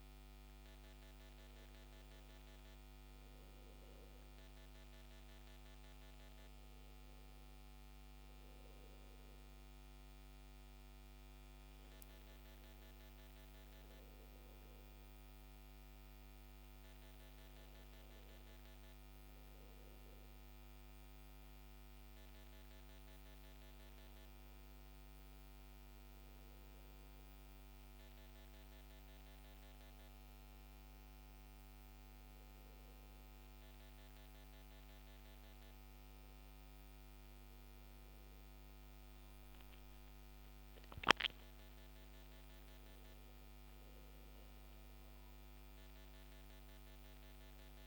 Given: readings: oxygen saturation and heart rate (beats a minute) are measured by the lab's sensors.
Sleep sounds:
breathing in sleep, hard to hear, by a microphone on the trachea; none
none scored
From the record:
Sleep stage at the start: N2 (light sleep); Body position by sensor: on the back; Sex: male

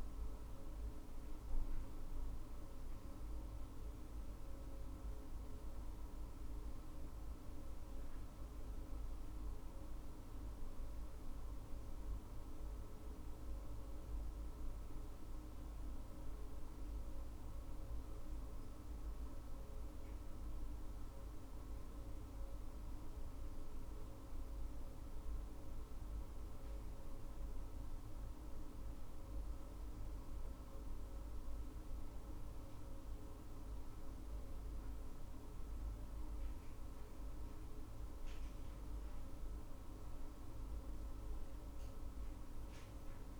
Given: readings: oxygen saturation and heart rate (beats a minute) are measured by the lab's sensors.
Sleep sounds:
breathing in sleep, hard to hear, by a room microphone; none
none scored
From the record:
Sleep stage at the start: N2 (light sleep); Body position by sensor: on the back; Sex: female

